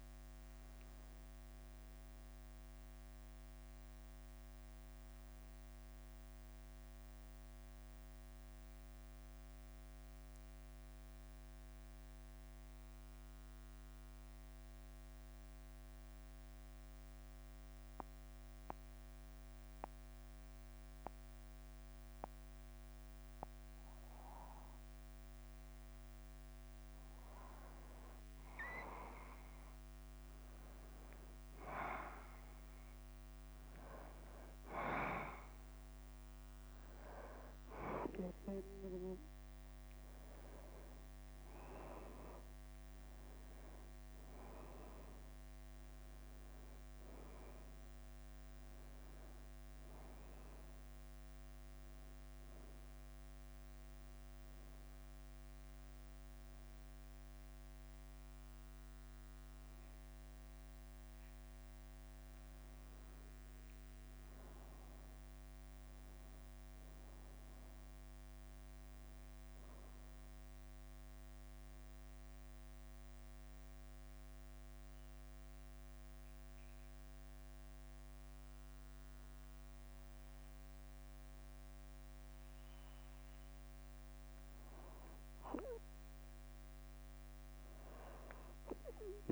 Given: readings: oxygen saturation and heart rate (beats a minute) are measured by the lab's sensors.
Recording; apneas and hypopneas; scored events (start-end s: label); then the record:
breathing in sleep by a microphone on the trachea; 3
0.00-9.00 s: oxygen desaturation (device-marked, oxygen 94% lowest, heart rate 52 extreme)
0.00-89.32 s: bradycardia (device-marked, heart rate 46 extreme)
10.00-28.00 s: mixed apnea (oxygen 98% before, 91% lowest, heart rate 54 before, 52 extreme, up 4 after)
31.00-35.00 s: arousal
37.00-70.00 s: oxygen desaturation (device-marked, oxygen 99% before, 91% lowest, heart rate 54 before, 54 extreme)
51.00-62.50 s: hypopnea (oxygen 99% before, 90% lowest, heart rate 55 before, 54 extreme, up 1 after)
65.50-69.00 s: arousal
71.50-85.00 s: obstructive apnea (oxygen 97% before, 90% lowest, heart rate 56 before, 53 extreme, up 1 after)
From the record:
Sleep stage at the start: N2 (light sleep); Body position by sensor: on the back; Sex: male